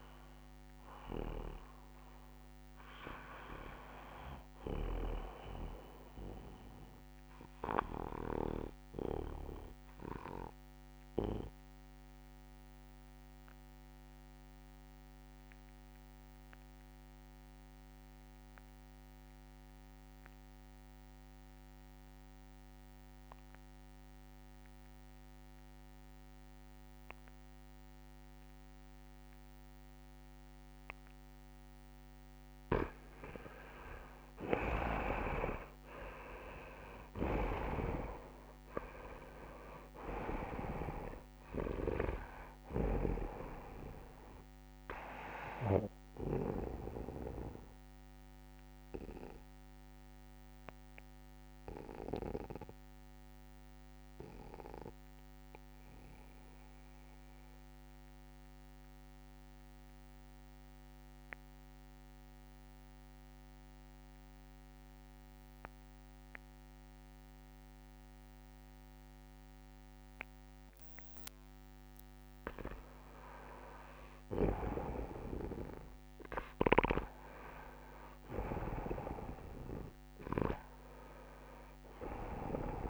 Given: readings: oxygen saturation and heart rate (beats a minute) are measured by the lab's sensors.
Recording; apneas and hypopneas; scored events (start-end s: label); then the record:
breathing in sleep by a microphone on the trachea; 2
0.00-9.00 s: oxygen desaturation (device-marked, oxygen 66% lowest)
12.50-31.00 s: mixed apnea (oxygen 100% before, 79% lowest)
26.00-57.00 s: oxygen desaturation (device-marked, oxygen 98% before, 79% lowest)
33.50-37.50 s: arousal
37.00-43.00 s: snoring (device-marked)
47.50-71.50 s: central apnea (oxygen 98% before, 79% lowest)
70.00-72.00 s: long interval between heartbeats (device-marked)
73.00-77.00 s: arousal
78.00-82.90 s: oxygen desaturation (device-marked, oxygen 98% before, 88% lowest)
From the record:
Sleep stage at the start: REM sleep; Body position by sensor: on the back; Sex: male